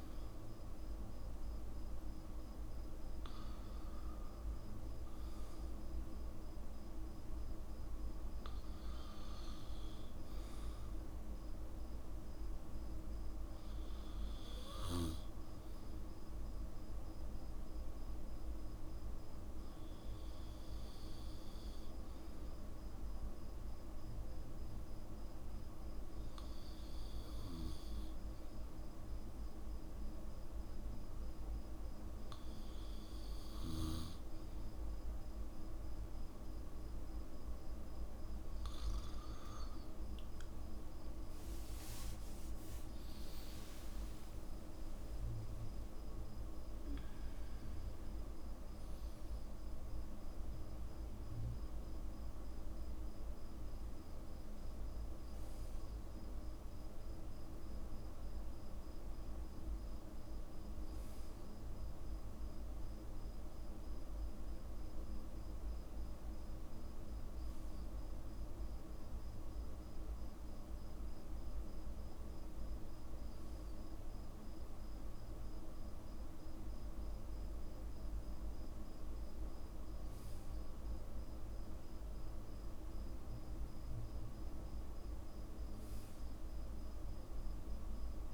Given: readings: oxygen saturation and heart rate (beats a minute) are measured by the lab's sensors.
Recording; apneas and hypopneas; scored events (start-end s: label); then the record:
breathing in sleep, hard to hear, by a room microphone; 1
17.50-38.50 s: obstructive apnea (oxygen 96% before, 93% lowest, heart rate 59 before, 56 extreme, up 16 after)
41.50-46.50 s: arousal
From the record:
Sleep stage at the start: N2 (light sleep); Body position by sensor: on the back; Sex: male